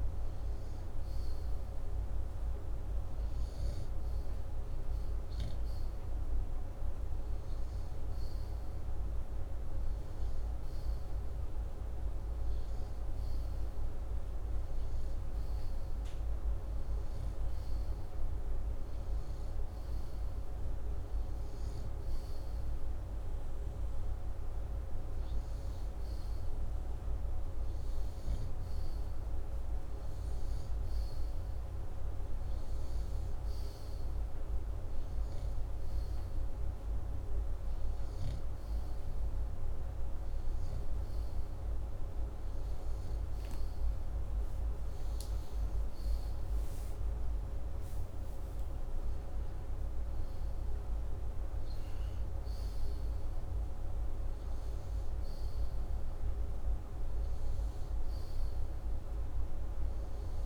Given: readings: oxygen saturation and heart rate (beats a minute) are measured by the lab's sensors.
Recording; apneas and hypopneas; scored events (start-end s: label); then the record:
breathing in sleep, hard to hear, by a room microphone; none
44.00-47.50 s: arousal
From the record:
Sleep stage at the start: N2 (light sleep); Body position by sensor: upright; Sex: male